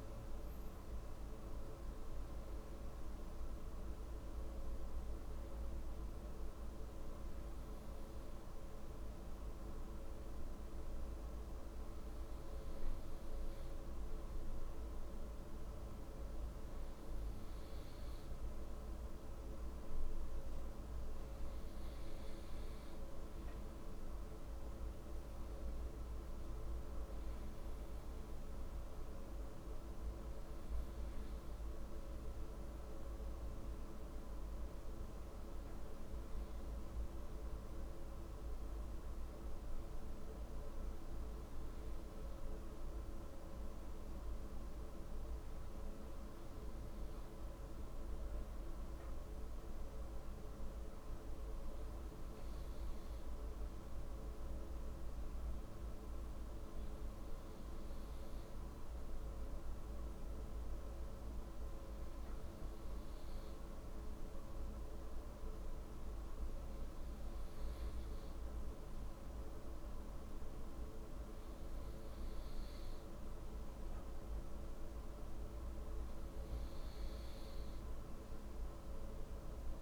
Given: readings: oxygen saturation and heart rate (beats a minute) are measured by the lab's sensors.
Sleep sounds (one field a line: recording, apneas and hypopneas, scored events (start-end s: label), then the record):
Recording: breathing in sleep, hard to hear, by a room microphone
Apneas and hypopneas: none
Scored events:
none scored
From the record:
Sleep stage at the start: N2 (light sleep)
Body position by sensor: on the right side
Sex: male